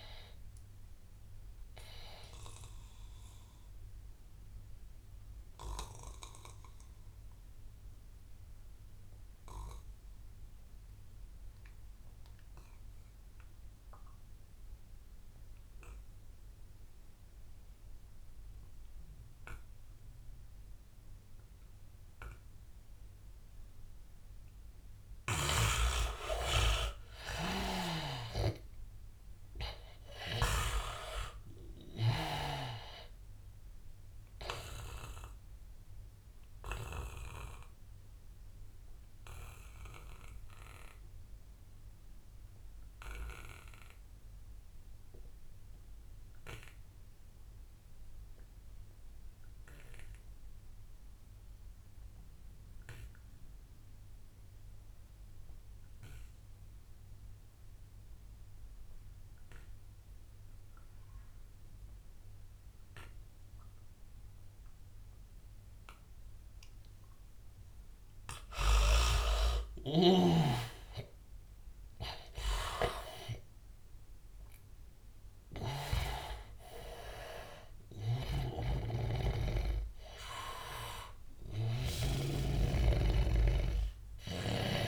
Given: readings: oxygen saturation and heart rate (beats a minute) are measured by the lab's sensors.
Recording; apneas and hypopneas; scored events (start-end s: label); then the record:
breathing in sleep by a room microphone; 2
0.00-11.00 s: oxygen desaturation (device-marked, oxygen 79% lowest, heart rate 86 extreme)
2.00-25.00 s: obstructive apnea (oxygen 99% before, 77% lowest, heart rate 89 before, 85 extreme, up 8 after)
20.00-50.00 s: oxygen desaturation (device-marked, oxygen 99% before, 82% lowest, heart rate 90 before, 76 extreme)
26.50-30.00 s: arousal
27.50-32.50 s: snoring (device-marked)
35.00-67.50 s: obstructive apnea (oxygen 99% before, 75% lowest, heart rate 91 before, 76 extreme, up 14 after)
59.00-84.88 s: oxygen desaturation (device-marked, oxygen 99% before, 75% lowest, heart rate 85 before, 76 extreme)
69.50-76.00 s: snoring (device-marked)
71.50-75.50 s: arousal
78.00-84.88 s: snoring (device-marked)
From the record:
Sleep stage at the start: N2 (light sleep); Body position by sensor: on the back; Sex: male